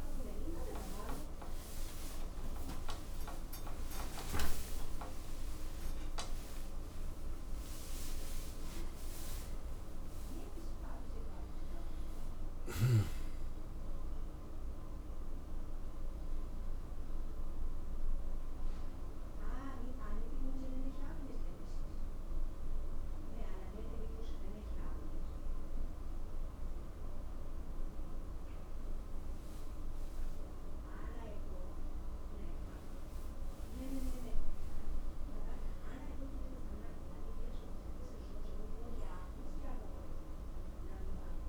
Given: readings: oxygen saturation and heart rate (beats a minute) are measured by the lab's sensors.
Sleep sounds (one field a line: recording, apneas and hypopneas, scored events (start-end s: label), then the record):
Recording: breathing in sleep by a room microphone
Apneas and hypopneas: 1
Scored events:
3.00-8.50 s: arousal
16.00-29.50 s: hypopnea (oxygen 91% before, 89% lowest, heart rate 113 before, 77 extreme, up 0 after)
31.50-36.00 s: arousal
From the record:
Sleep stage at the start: N2 (light sleep)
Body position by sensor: on the right side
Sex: male